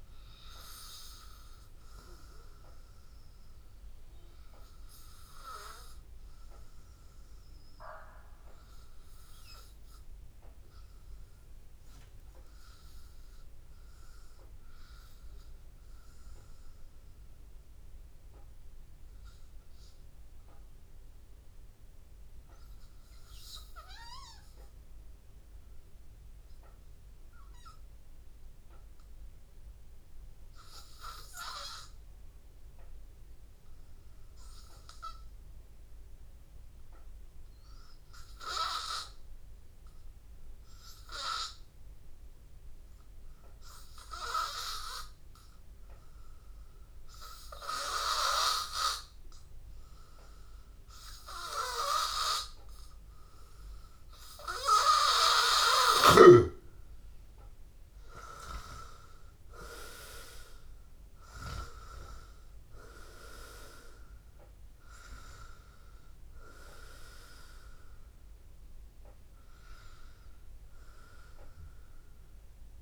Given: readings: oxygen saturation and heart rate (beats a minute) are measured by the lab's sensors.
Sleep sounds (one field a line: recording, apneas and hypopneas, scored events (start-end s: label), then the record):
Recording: breathing in sleep by a room microphone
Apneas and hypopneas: 1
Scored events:
0.00-16.50 s: oxygen desaturation (device-marked, oxygen 89% lowest, heart rate 82 extreme)
8.00-55.00 s: obstructive apnea (oxygen 96% before, 89% lowest, heart rate 86 before, 82 extreme, up 4 after)
42.50-72.82 s: oxygen desaturation (device-marked, oxygen 98% before, 91% lowest, heart rate 83 before, 82 extreme)
56.50-60.50 s: arousal
66.50-68.50 s: long interval between heartbeats (device-marked, heart rate 84 before, 87 extreme)
71.50-72.82 s: long interval between heartbeats (device-marked, heart rate 86 before, 84 extreme)
From the record:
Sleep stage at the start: REM sleep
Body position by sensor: on the back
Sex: male